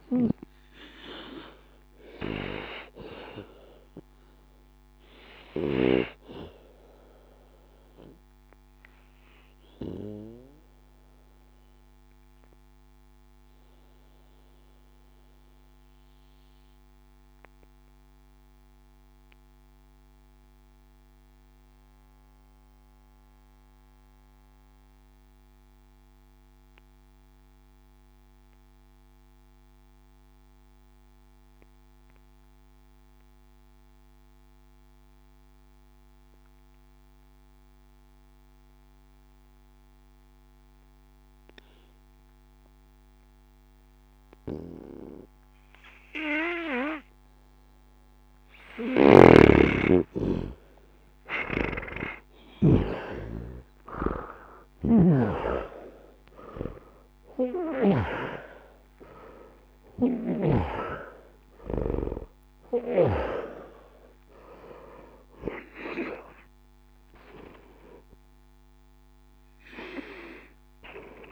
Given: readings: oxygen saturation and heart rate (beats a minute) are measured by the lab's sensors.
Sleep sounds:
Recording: breathing in sleep by a microphone on the trachea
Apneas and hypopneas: 1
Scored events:
0.00-26.00 s: oxygen desaturation (device-marked, oxygen 82% lowest, heart rate 58 extreme)
8.50-48.00 s: obstructive apnea (oxygen 97% before, 78% lowest, heart rate 68 before, 58 extreme)
44.00-71.32 s: oxygen desaturation (device-marked, oxygen 98% before, 78% lowest)
48.50-55.00 s: snoring (device-marked)
50.00-54.50 s: arousal
67.50-71.32 s: arousal
From the record:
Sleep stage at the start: N2 (light sleep)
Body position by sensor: on the back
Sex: male

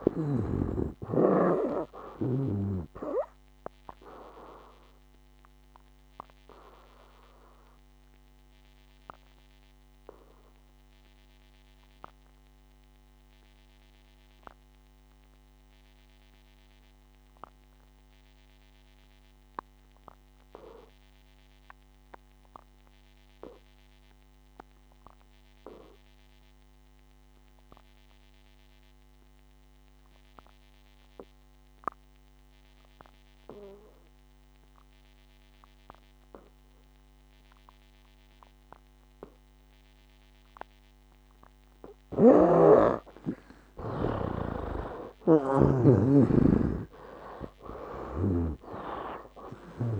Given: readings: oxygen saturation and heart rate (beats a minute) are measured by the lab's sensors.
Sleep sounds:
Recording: breathing in sleep by a microphone on the trachea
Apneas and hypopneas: 1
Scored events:
0.00-28.50 s: oxygen desaturation (device-marked, oxygen 71% lowest, heart rate 56 extreme)
6.00-41.00 s: obstructive apnea (oxygen 99% before, 68% lowest, heart rate 69 before, 56 extreme, up 19 after)
30.50-50.00 s: oxygen desaturation (device-marked, oxygen 97% before, 68% lowest, heart rate 60 before, 58 extreme)
42.00-50.00 s: snoring (device-marked)
45.00-49.50 s: arousal
From the record:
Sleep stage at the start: N2 (light sleep)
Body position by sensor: on the back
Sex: male

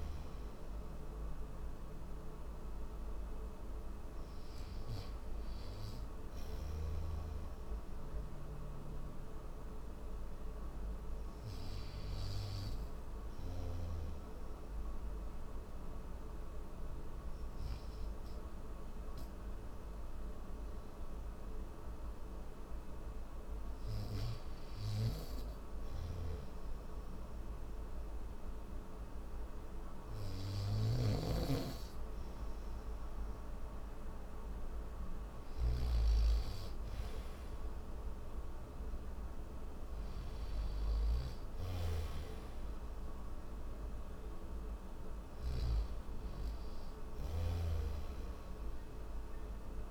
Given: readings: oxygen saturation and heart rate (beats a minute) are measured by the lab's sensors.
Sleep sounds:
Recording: breathing in sleep, hard to hear, by a room microphone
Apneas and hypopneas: none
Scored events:
19.50-49.91 s: new sleep stage, N1 (lightest sleep)
25.50-45.50 s: snoring (device-marked)
From the record:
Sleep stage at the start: N3 (deep sleep)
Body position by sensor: on the back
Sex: male

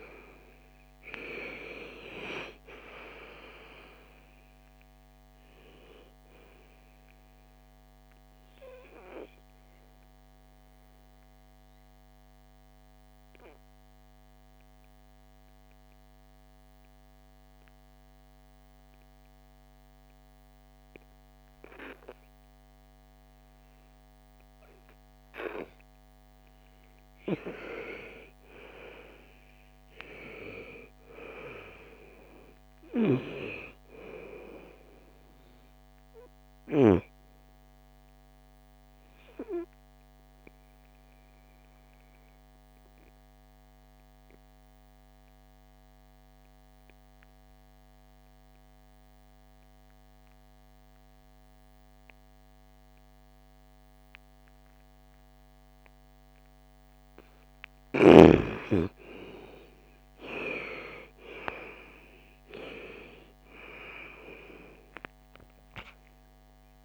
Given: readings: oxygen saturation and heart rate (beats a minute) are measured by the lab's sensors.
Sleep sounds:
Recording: breathing in sleep by a microphone on the trachea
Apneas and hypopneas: 2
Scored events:
0.00-23.00 s: oxygen desaturation (device-marked, oxygen 98% before, 85% lowest, heart rate 56 before, 51 extreme)
10.50-26.00 s: obstructive apnea (oxygen 98% before, 85% lowest, heart rate 62 before, 51 extreme, up 5 after)
28.00-31.00 s: arousal
34.00-46.00 s: oxygen desaturation (device-marked, oxygen 99% before, 89% lowest, heart rate 56 before, 55 extreme)
41.50-58.00 s: obstructive apnea (oxygen 99% before, 83% lowest, heart rate 60 before, 55 extreme, up 20 after)
58.00-66.85 s: oxygen desaturation (device-marked, oxygen 98% before, 86% lowest, heart rate 58 before, 55 extreme)
59.50-62.50 s: arousal
From the record:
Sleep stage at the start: N2 (light sleep)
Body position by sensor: on the right side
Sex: female

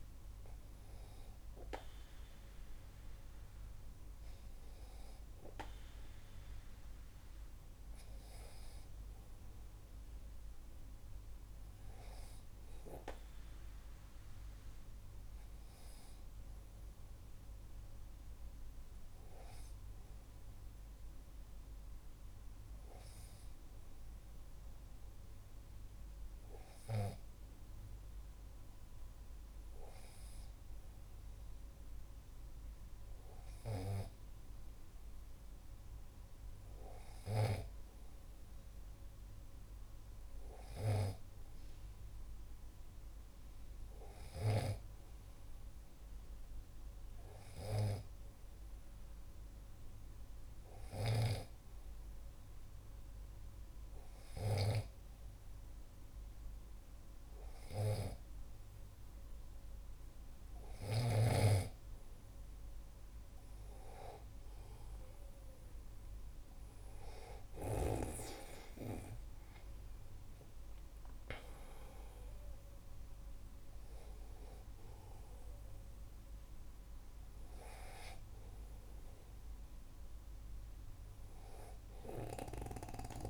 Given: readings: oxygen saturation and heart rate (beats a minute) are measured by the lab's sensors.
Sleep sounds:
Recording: breathing in sleep by a room microphone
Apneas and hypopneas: 1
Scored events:
47.00-61.50 s: hypopnea (oxygen 97% before, 95% lowest, heart rate 53 before, 39 extreme, up 25 after)
65.50-70.50 s: arousal
From the record:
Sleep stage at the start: N2 (light sleep)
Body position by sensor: on the back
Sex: male

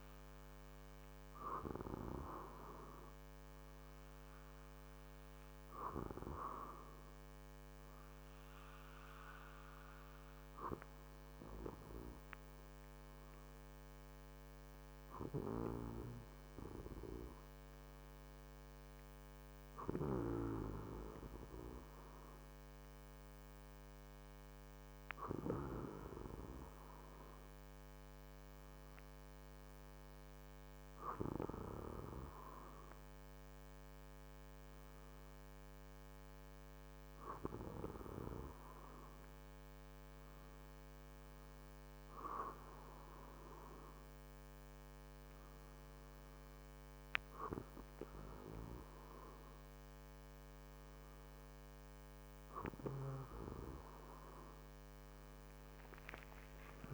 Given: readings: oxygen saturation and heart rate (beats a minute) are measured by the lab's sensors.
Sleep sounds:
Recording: breathing in sleep by a microphone on the trachea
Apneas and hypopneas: none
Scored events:
53.00-56.94 s: new sleep stage, N1 (lightest sleep)
From the record:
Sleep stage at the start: REM sleep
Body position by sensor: on the back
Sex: male

